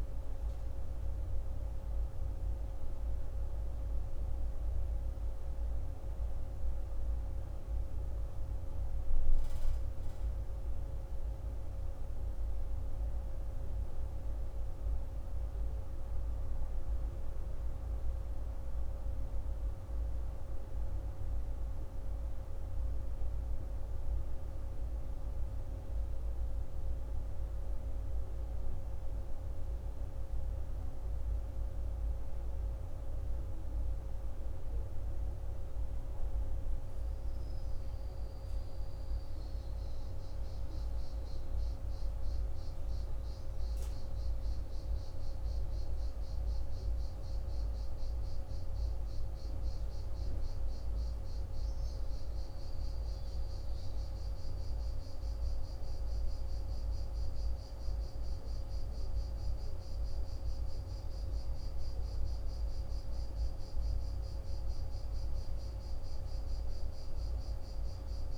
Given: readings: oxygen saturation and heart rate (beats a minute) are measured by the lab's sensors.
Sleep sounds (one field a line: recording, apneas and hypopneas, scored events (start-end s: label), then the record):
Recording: a person awake in a sleep study, hard to hear, by a room microphone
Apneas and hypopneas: none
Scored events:
none scored
From the record:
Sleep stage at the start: awake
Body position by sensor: on the back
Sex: male